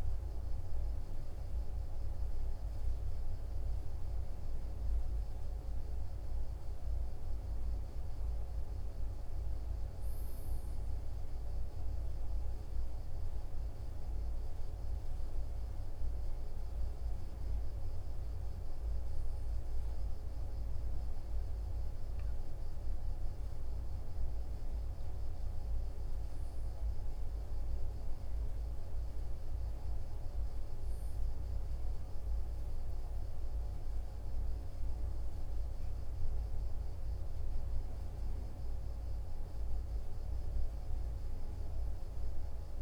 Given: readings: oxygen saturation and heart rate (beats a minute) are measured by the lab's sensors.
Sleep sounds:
breathing in sleep, hard to hear, by a room microphone; none
none scored
From the record:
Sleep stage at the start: N1 (lightest sleep); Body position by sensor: on the right side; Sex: male

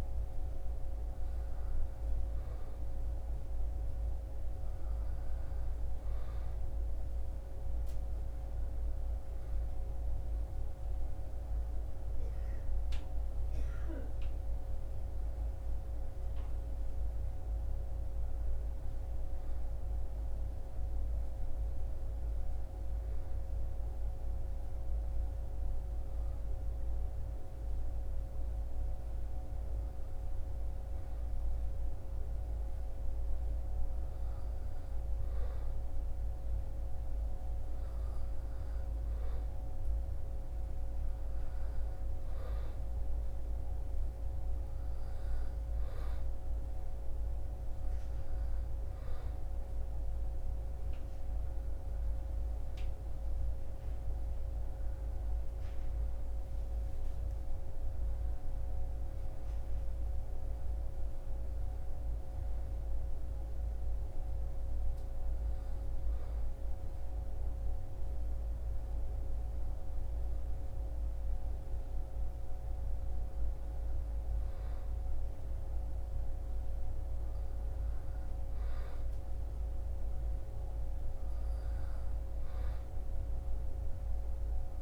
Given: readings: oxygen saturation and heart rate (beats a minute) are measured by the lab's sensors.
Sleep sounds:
breathing in sleep, hard to hear, by a room microphone; 1
14.00-18.50 s: arousal
20.50-35.50 s: hypopnea (oxygen 99% before, 96% lowest, heart rate 63 before, 61 extreme, up 1 after)
37.00-41.00 s: arousal
From the record:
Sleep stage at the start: N2 (light sleep); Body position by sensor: on the back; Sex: male

